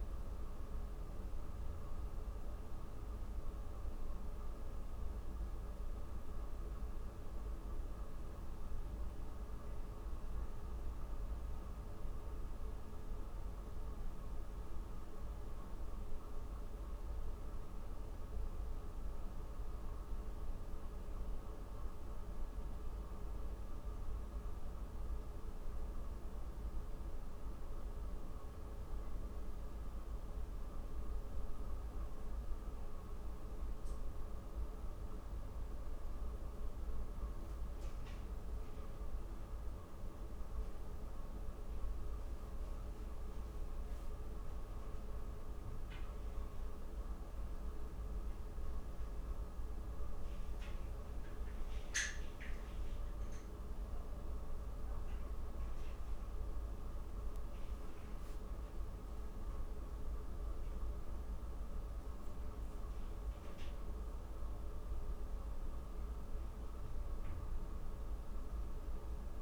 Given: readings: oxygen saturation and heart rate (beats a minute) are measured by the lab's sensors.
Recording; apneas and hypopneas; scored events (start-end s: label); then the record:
breathing in sleep, hard to hear, by a room microphone; none
none scored
From the record:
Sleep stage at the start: N2 (light sleep); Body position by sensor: on the back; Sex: female